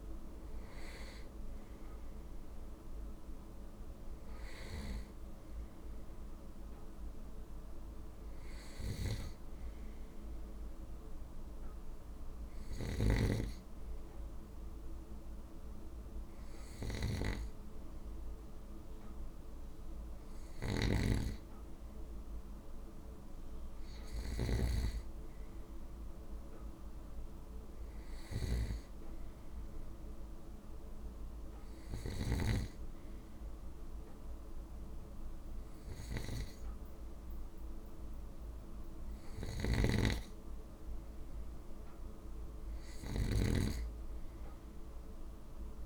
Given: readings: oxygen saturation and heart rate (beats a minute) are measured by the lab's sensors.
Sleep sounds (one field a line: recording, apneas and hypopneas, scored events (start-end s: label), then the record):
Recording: breathing in sleep by a room microphone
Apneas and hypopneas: none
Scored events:
12.50-45.86 s: snoring (device-marked)
From the record:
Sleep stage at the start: N2 (light sleep)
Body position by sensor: on the right side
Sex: male